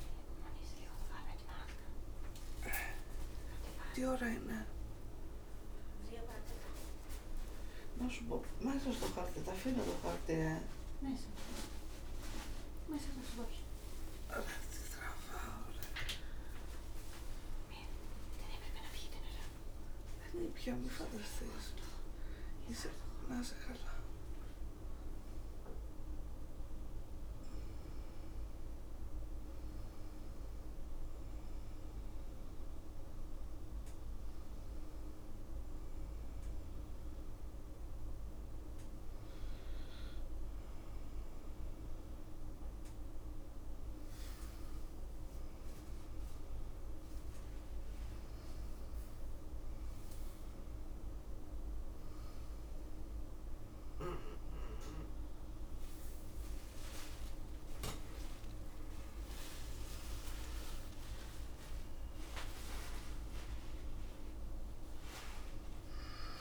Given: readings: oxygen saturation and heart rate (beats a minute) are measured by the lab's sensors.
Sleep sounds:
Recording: a person awake in a sleep study, by a room microphone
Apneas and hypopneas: none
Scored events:
none scored
From the record:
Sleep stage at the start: awake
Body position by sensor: upright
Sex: female

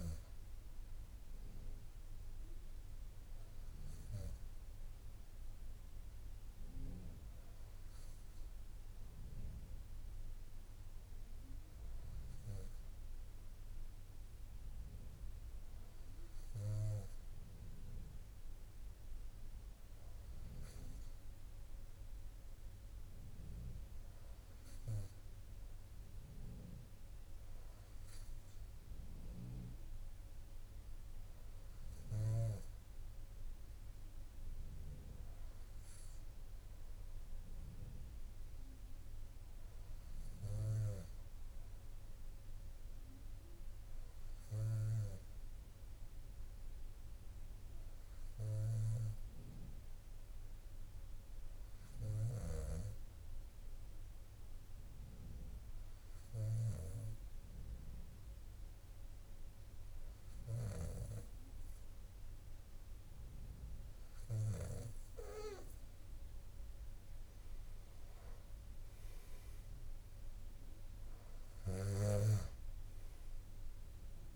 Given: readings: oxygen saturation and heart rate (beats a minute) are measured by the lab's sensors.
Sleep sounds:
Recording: breathing in sleep by a room microphone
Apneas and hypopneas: none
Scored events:
0.00-16.00 s: oxygen desaturation (device-marked, oxygen 93% lowest, heart rate 52 extreme)
From the record:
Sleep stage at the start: N1 (lightest sleep)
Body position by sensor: on the back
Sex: male

